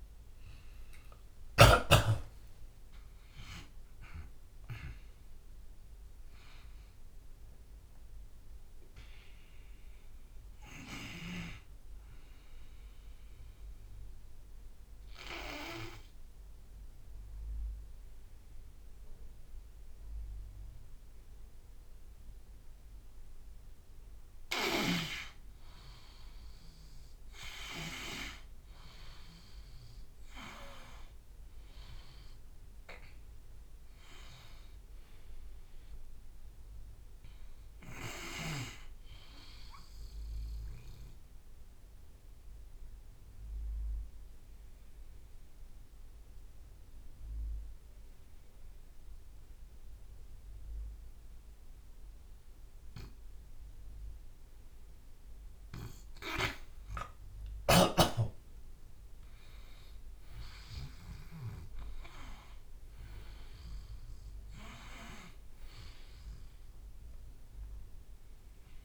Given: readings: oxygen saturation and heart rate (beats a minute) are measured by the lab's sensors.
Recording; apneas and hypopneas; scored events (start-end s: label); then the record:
breathing in sleep by a room microphone; 2
4.00-9.00 s: arousal
13.50-23.50 s: oxygen desaturation (device-marked, oxygen 91% before, 84% lowest)
15.00-25.50 s: obstructive apnea (oxygen 91% before, 84% lowest)
27.50-32.00 s: arousal
37.50-54.50 s: oxygen desaturation (device-marked, oxygen 99% before, 92% lowest)
42.50-56.50 s: obstructive apnea (oxygen 99% before, 90% lowest)
53.50-55.50 s: long interval between heartbeats (device-marked)
58.00-60.00 s: long interval between heartbeats (device-marked)
58.00-61.50 s: arousal
59.50-68.84 s: new sleep stage, N2 (light sleep)
63.50-68.84 s: oxygen desaturation (device-marked, oxygen 97% before, 90% lowest)
From the record:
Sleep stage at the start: N1 (lightest sleep); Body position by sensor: on the back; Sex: male